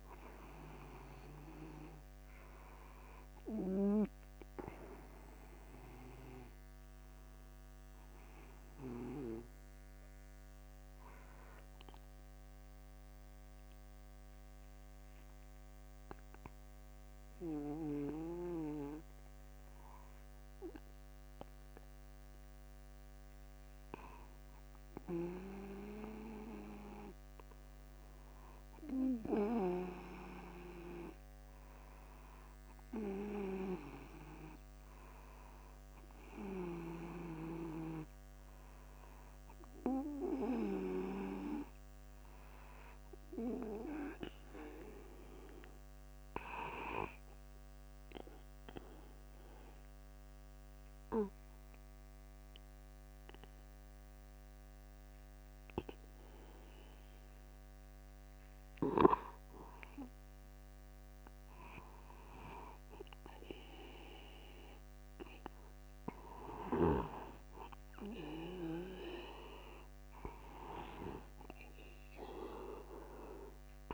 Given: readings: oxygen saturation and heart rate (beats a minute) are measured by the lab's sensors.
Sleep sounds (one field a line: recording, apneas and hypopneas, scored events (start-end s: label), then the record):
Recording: breathing in sleep by a microphone on the trachea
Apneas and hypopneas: 2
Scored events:
0.00-2.00 s: long interval between heartbeats (device-marked, heart rate 58 before, 90 extreme)
3.50-5.50 s: long interval between heartbeats (device-marked, heart rate 64 before, 87 extreme)
5.50-7.50 s: long interval between heartbeats (device-marked, heart rate 68 before, 81 extreme)
8.00-10.00 s: long interval between heartbeats (device-marked, heart rate 72 before, 79 extreme)
11.50-13.50 s: long interval between heartbeats (device-marked, heart rate 76 before, 72 extreme)
14.00-25.50 s: obstructive apnea (oxygen 97% before, 95% lowest, heart rate 79 before, 54 extreme, up 1 after)
29.00-33.00 s: arousal
48.00-61.00 s: obstructive apnea (oxygen 96% before, 94% lowest, heart rate 55 before, 53 extreme, up 34 after)
55.00-57.00 s: long interval between heartbeats (device-marked, heart rate 55 before, 64 extreme)
57.50-59.50 s: long interval between heartbeats (device-marked, heart rate 56 before, 77 extreme)
62.50-66.00 s: arousal
From the record:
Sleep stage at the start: N2 (light sleep)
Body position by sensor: upright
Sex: male